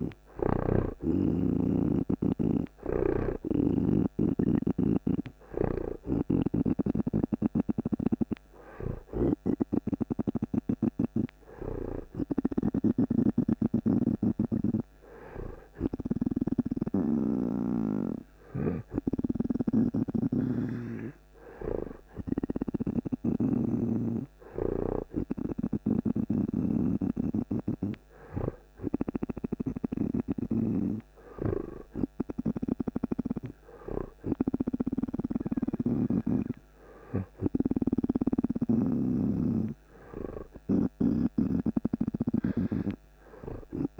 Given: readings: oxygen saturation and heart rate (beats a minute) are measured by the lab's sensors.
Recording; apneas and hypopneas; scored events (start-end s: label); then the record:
breathing in sleep by a microphone on the trachea; none
6.00-10.50 s: snoring (device-marked)
12.50-24.00 s: snoring (device-marked)
26.00-35.50 s: snoring (device-marked)
37.50-44.00 s: snoring (device-marked)
From the record:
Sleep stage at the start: REM sleep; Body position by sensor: on the right side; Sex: male